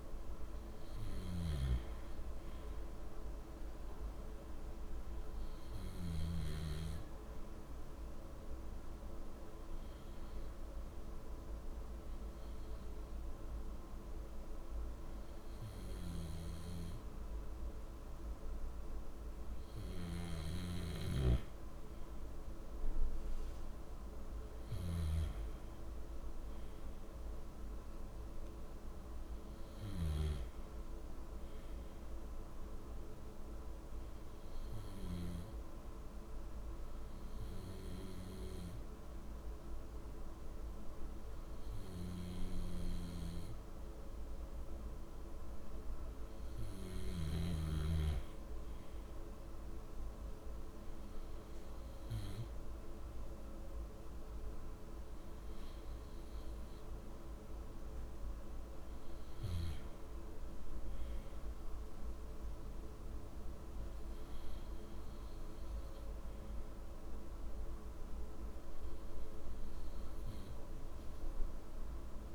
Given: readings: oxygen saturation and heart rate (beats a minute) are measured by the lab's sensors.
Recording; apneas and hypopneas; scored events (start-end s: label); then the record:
breathing in sleep, hard to hear, by a room microphone; none
none scored
From the record:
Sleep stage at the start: REM sleep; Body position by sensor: on the back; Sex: male